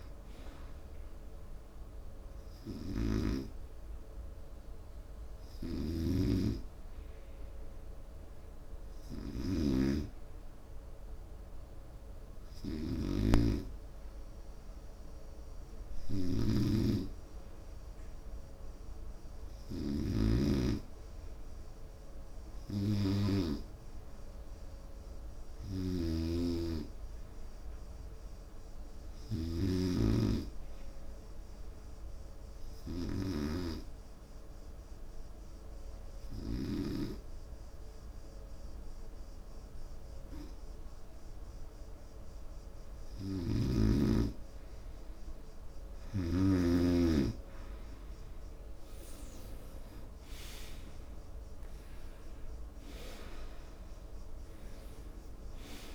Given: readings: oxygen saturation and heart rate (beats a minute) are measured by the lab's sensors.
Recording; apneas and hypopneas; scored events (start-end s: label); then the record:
breathing in sleep by a room microphone; 2
4.50-18.00 s: hypopnea (oxygen 96% before, 88% lowest, heart rate 72 before, 67 extreme, up 0 after)
11.00-25.00 s: oxygen desaturation (device-marked, oxygen 95% before, 88% lowest, heart rate 75 before, 66 extreme)
22.50-26.50 s: arousal
32.00-45.50 s: obstructive apnea (oxygen 96% before, 88% lowest, heart rate 72 before, 66 extreme, up 12 after)
44.00-55.95 s: oxygen desaturation (device-marked, oxygen 95% before, 91% lowest, heart rate 70 before, 71 extreme)
49.50-54.50 s: arousal
From the record:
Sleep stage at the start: N2 (light sleep); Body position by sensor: on the right side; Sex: male